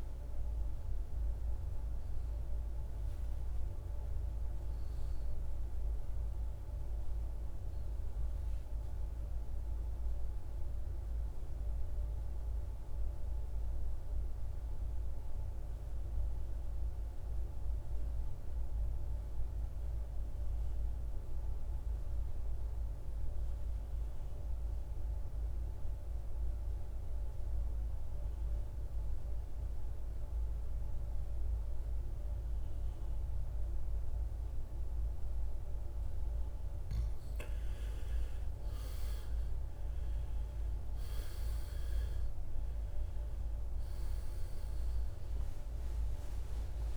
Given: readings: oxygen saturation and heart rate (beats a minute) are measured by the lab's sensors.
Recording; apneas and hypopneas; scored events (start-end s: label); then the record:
breathing in sleep, hard to hear, by a room microphone; 1
0.00-14.00 s: oxygen desaturation (device-marked, oxygen 85% lowest, heart rate 51 extreme)
11.00-35.50 s: mixed apnea (oxygen 98% before, 83% lowest, heart rate 68 before, 51 extreme, up 18 after)
33.00-46.97 s: oxygen desaturation (device-marked, oxygen 98% before, 83% lowest, heart rate 53 before, 54 extreme)
37.00-41.00 s: arousal
From the record:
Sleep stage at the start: N2 (light sleep); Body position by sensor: on the back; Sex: male